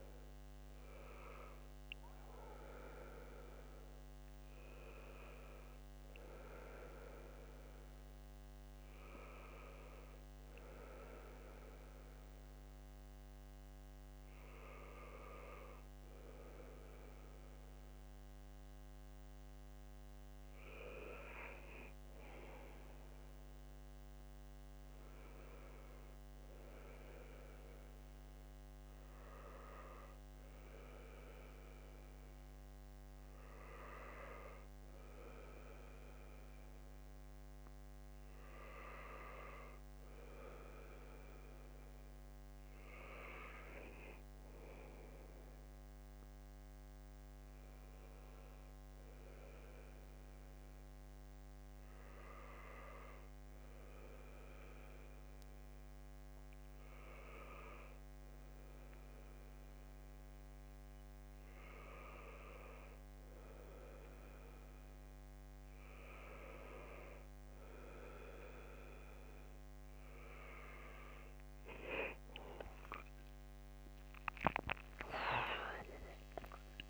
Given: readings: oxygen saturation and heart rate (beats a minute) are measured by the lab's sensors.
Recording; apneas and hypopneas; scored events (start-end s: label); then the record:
breathing in sleep by a microphone on the trachea; 2
0.00-5.00 s: oxygen desaturation (device-marked, oxygen 91% lowest, heart rate 64 extreme)
6.50-19.50 s: hypopnea (oxygen 99% before, 92% lowest, heart rate 68 before, 64 extreme, up 1 after)
22.00-25.00 s: arousal
26.00-40.00 s: oxygen desaturation (device-marked, oxygen 98% before, 93% lowest, heart rate 67 before, 66 extreme)
29.00-41.00 s: hypopnea (oxygen 98% before, 92% lowest, heart rate 66 before, 68 extreme, up 6 after)
43.00-47.00 s: arousal
72.50-76.50 s: arousal
From the record:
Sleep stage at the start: N1 (lightest sleep); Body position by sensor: on the back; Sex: male